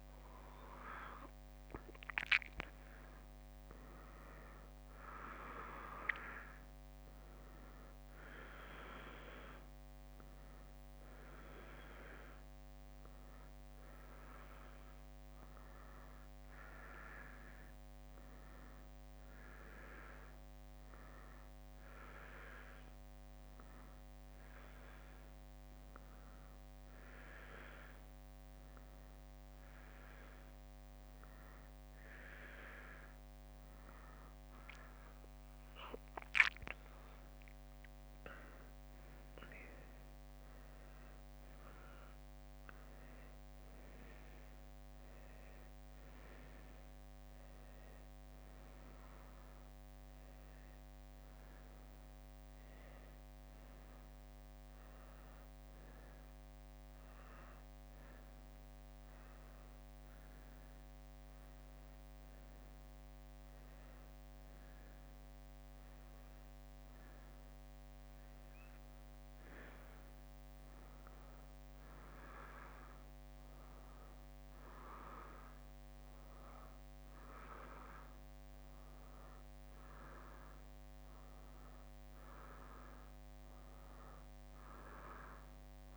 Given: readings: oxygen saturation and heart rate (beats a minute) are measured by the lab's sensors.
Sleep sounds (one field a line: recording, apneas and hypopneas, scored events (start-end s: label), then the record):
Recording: a person awake in a sleep study, by a microphone on the trachea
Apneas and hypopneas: none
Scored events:
0.00-7.00 s: leg movement (device-marked)
32.00-41.00 s: leg movement (device-marked)
36.50-43.50 s: drop in pulse transit time (device-marked, heart rate 63 before, 64 extreme)
44.00-51.00 s: leg movement (device-marked)
67.50-69.50 s: bradycardia (device-marked, heart rate 65 before, 62 extreme)
84.50-85.97 s: leg movement (device-marked)
From the record:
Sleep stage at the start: awake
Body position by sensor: on the right side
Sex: female